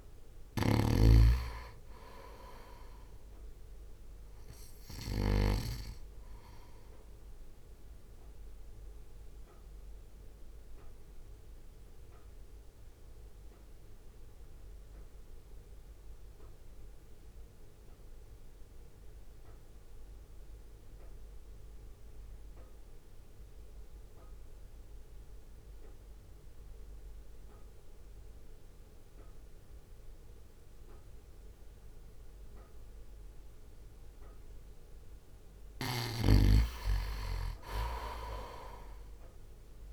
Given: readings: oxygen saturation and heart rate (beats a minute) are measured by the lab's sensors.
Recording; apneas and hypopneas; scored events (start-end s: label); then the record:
breathing in sleep by a room microphone; 1
0.00-1.00 s: snoring (device-marked)
0.00-10.00 s: oxygen desaturation (device-marked, oxygen 91% lowest, heart rate 52 extreme)
0.00-11.00 s: drop in pulse transit time (device-marked, heart rate 52 extreme)
6.50-35.00 s: mixed apnea (oxygen 98% before, 89% lowest, heart rate 58 before, 51 extreme, up 1 after)
17.00-28.00 s: oxygen desaturation (device-marked, oxygen 92% before, 89% lowest, heart rate 55 before, 53 extreme)
35.00-39.92 s: oxygen desaturation (device-marked, oxygen 97% before, 91% lowest, heart rate 60 before, 51 extreme)
36.00-39.92 s: snoring (device-marked)
38.00-39.92 s: arousal
From the record:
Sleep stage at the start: N2 (light sleep); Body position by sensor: on the right side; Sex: male